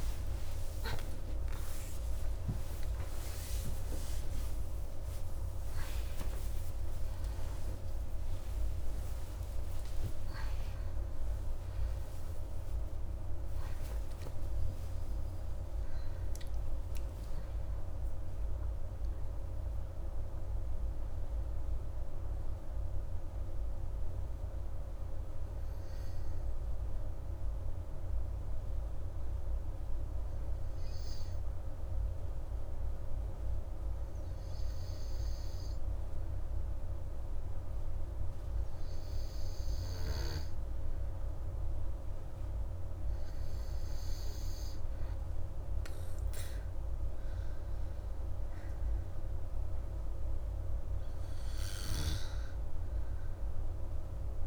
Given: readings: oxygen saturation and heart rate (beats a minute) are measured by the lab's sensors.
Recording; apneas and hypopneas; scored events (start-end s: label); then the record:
breathing in sleep, hard to hear, by a room microphone; none
2.00-9.50 s: arousal
9.00-20.00 s: oxygen desaturation (device-marked, oxygen 98% before, 95% lowest, heart rate 142 before, 104 extreme)
43.00-54.47 s: oxygen desaturation (device-marked, oxygen 99% before, 95% lowest, heart rate 134 before, 83 extreme)
From the record:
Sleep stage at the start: N2 (light sleep); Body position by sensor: on the back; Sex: female